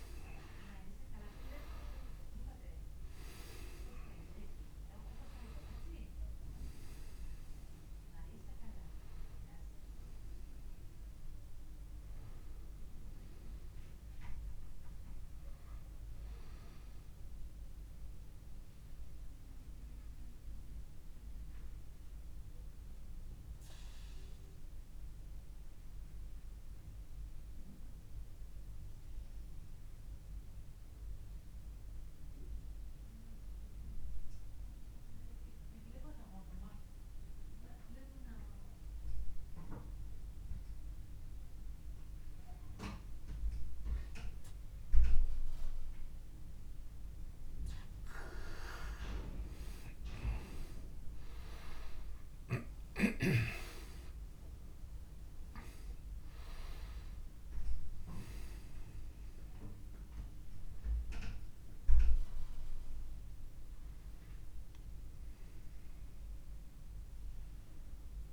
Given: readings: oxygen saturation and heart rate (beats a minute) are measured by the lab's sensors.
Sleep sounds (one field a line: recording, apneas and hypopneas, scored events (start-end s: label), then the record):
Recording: breathing in sleep by a room microphone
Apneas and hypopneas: 1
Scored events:
0.00-4.50 s: arousal
3.00-32.00 s: oxygen desaturation (device-marked, oxygen 99% before, 93% lowest)
17.50-46.00 s: obstructive apnea (oxygen 100% before, 92% lowest)
49.00-53.50 s: arousal
51.00-68.33 s: oxygen desaturation (device-marked, oxygen 99% before, 92% lowest)
From the record:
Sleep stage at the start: N2 (light sleep)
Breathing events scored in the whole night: 277 in 4.3 hours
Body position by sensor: on the back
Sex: male